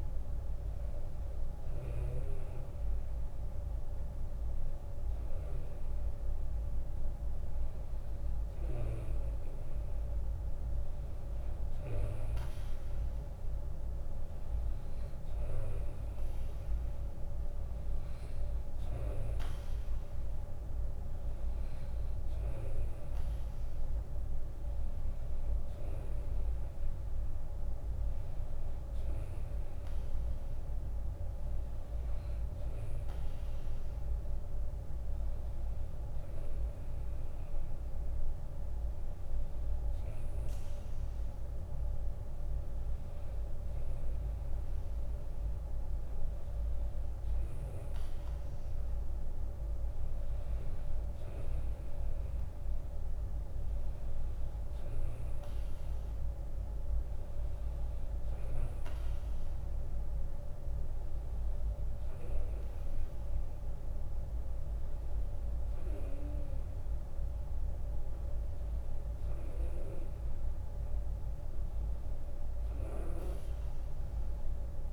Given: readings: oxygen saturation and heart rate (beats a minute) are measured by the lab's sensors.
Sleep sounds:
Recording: breathing in sleep, hard to hear, by a room microphone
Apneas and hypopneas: none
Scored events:
2.00-4.00 s: long interval between heartbeats (device-marked, heart rate 75 before, 81 extreme)
37.50-39.50 s: long interval between heartbeats (device-marked, heart rate 74 before, 82 extreme)
From the record:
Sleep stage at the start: N2 (light sleep)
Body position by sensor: on the right side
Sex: male

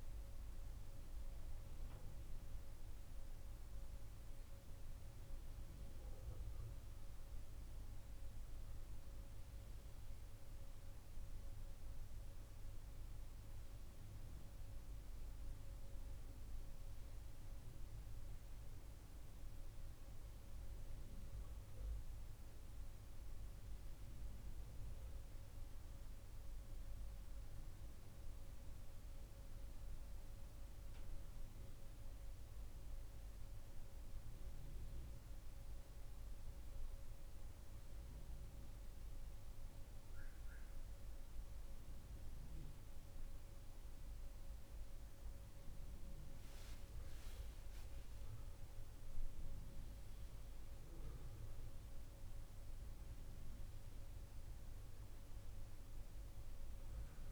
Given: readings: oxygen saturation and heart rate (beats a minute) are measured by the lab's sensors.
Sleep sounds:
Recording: breathing in sleep, hard to hear, by a room microphone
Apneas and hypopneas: none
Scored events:
47.00-52.00 s: arousal
52.50-57.32 s: new sleep stage, N2 (light sleep)
From the record:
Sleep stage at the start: N1 (lightest sleep)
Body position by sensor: on the right side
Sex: male

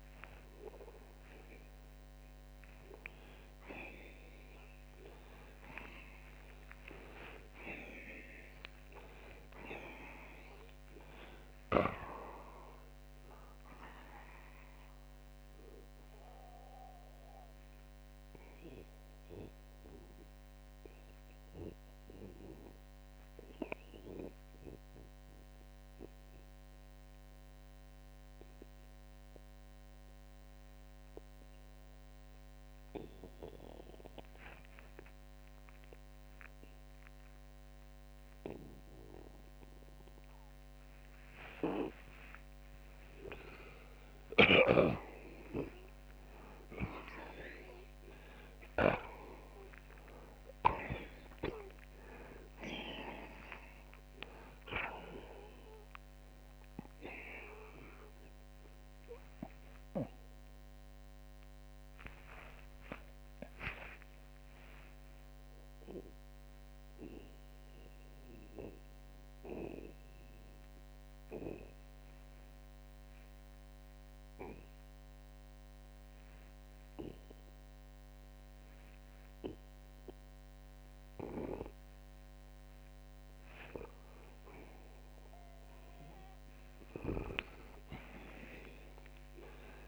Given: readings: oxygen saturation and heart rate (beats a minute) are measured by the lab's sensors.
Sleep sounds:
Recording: breathing in sleep by a microphone on the trachea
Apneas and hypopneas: 2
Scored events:
1.50-7.00 s: arousal
11.00-41.00 s: oxygen desaturation (device-marked, oxygen 93% before, 83% lowest, heart rate 101 before, 79 extreme)
15.50-41.50 s: obstructive apnea (oxygen 93% before, 80% lowest, heart rate 106 before, 79 extreme, up 58 after)
43.00-46.50 s: arousal
44.00-48.50 s: snoring (device-marked)
52.00-85.00 s: oxygen desaturation (device-marked, oxygen 92% before, 80% lowest, heart rate 105 before, 77 extreme)
59.00-83.50 s: obstructive apnea (oxygen 92% before, 80% lowest, heart rate 115 before, 77 extreme, up 32 after)
85.50-88.50 s: arousal
From the record:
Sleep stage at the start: N2 (light sleep)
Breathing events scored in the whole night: 298 in 4.0 hours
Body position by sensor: on the back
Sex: male

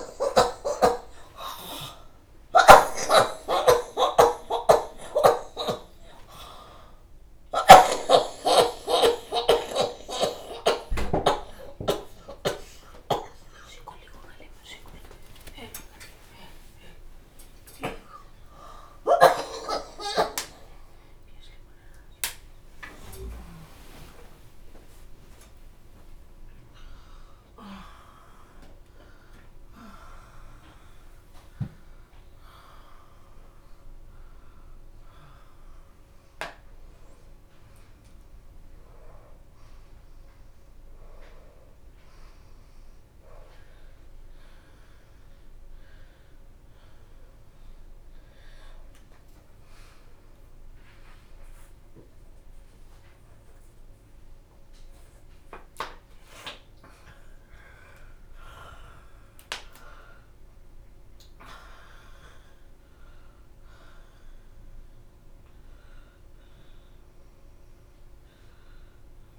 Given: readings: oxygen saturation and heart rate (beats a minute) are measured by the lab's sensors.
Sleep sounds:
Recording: a person awake in a sleep study, by a room microphone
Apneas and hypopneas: none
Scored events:
4.50-64.50 s: new sleep stage, awake
7.50-9.50 s: long interval between heartbeats (device-marked, heart rate 109 before, 145 extreme)
8.50-9.50 s: drop in pulse transit time (device-marked, heart rate 112 before, 148 extreme)
11.50-24.50 s: drop in pulse transit time (device-marked, heart rate 120 before, 130 extreme)
23.50-25.50 s: long interval between heartbeats (device-marked, heart rate 139 before, 136 extreme)
26.50-32.50 s: bradycardia (device-marked)
36.50-38.50 s: long interval between heartbeats (device-marked, heart rate 99 before, 78 extreme)
38.50-48.50 s: oxygen desaturation (device-marked, oxygen 97% before, 89% lowest)
39.50 s: drop in pulse transit time (device-marked)
41.50-43.50 s: long interval between heartbeats (device-marked, heart rate 83 before, 63 extreme)
41.50-69.39 s: bradycardia (device-marked)
48.50-50.50 s: long interval between heartbeats (device-marked, heart rate 53 before, 33 extreme)
53.50-60.50 s: oxygen desaturation (device-marked, oxygen 92% before, 89% lowest)
58.50-62.50 s: drop in pulse transit time (device-marked)
64.50-69.39 s: new sleep stage, N1 (lightest sleep)
From the record:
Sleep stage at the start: N3 (deep sleep)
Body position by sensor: upright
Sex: female

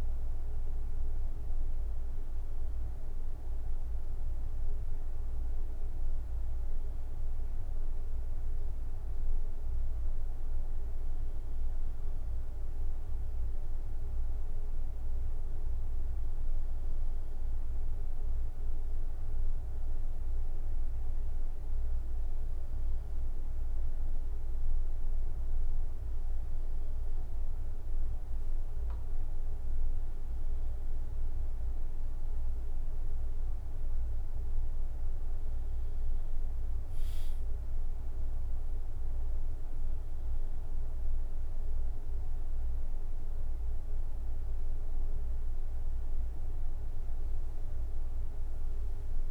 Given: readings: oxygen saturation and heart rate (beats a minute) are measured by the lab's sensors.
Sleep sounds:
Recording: breathing in sleep, hard to hear, by a room microphone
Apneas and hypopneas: 1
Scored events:
16.00-27.00 s: hypopnea (oxygen 95% before, 94% lowest, heart rate 73 before, 73 extreme, up 1 after)
29.00-34.00 s: arousal
From the record:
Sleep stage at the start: N2 (light sleep)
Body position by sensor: on the right side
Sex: male

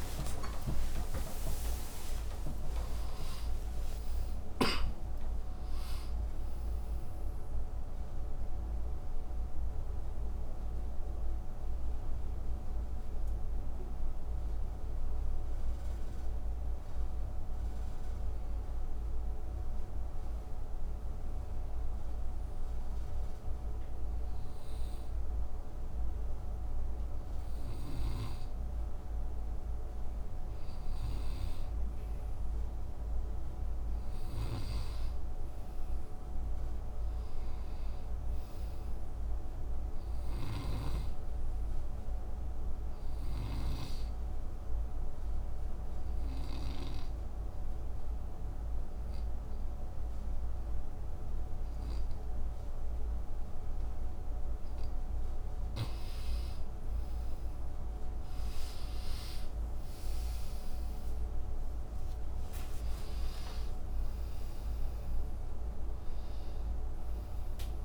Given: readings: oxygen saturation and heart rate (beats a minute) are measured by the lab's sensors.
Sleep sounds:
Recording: breathing in sleep, hard to hear, by a room microphone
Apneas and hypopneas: 2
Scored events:
0.00-17.00 s: oxygen desaturation (device-marked, oxygen 89% lowest, heart rate 63 extreme)
12.50-17.00 s: arousal
18.00-30.50 s: hypopnea (oxygen 96% before, 88% lowest, heart rate 108 before, 63 extreme, up 4 after)
24.00-67.85 s: new sleep stage, N2 (light sleep)
30.00-52.00 s: oxygen desaturation (device-marked, oxygen 97% before, 91% lowest, heart rate 70 before, 57 extreme)
33.50-39.00 s: arousal
44.50-55.50 s: obstructive apnea (oxygen 97% before, 88% lowest, heart rate 65 before, 57 extreme, up 14 after)
58.50-64.50 s: arousal
60.00-67.85 s: oxygen desaturation (device-marked, oxygen 93% before, 88% lowest, heart rate 67 before, 57 extreme)
From the record:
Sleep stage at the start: N1 (lightest sleep)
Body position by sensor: on the right side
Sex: male

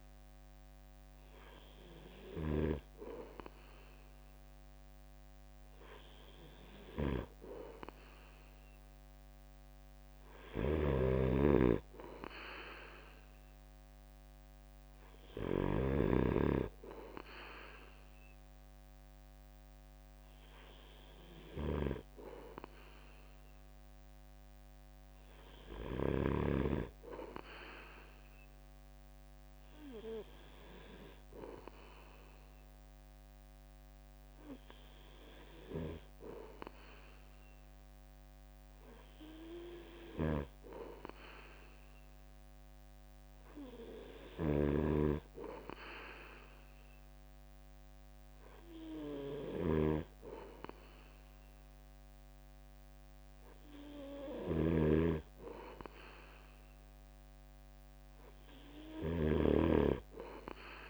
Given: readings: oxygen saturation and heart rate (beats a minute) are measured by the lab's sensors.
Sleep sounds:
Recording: breathing in sleep by a microphone on the trachea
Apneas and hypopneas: none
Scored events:
0.00-16.00 s: snoring (device-marked)
44.00-60.90 s: snoring (device-marked)
From the record:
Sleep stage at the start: N3 (deep sleep)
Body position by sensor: on the right side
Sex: male

